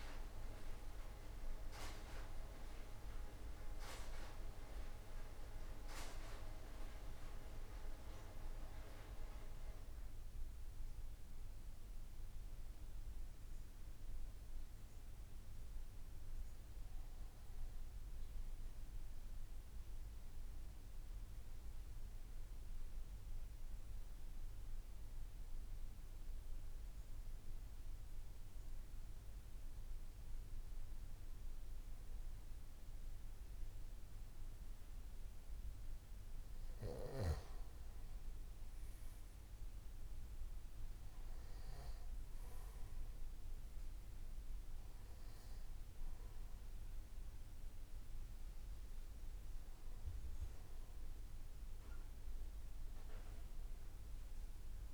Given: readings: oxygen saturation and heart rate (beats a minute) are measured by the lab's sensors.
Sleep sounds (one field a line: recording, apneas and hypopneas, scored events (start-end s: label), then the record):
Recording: breathing in sleep by a room microphone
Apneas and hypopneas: 1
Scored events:
16.00-19.50 s: arousal
23.50-37.00 s: hypopnea (oxygen 98% before, 93% lowest, heart rate 64 before, 56 extreme, up 7 after)
39.00-42.00 s: arousal
43.00-54.94 s: oxygen desaturation (device-marked, oxygen 97% before, 93% lowest, heart rate 59 before, 56 extreme)
From the record:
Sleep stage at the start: N2 (light sleep)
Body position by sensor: on the back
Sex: male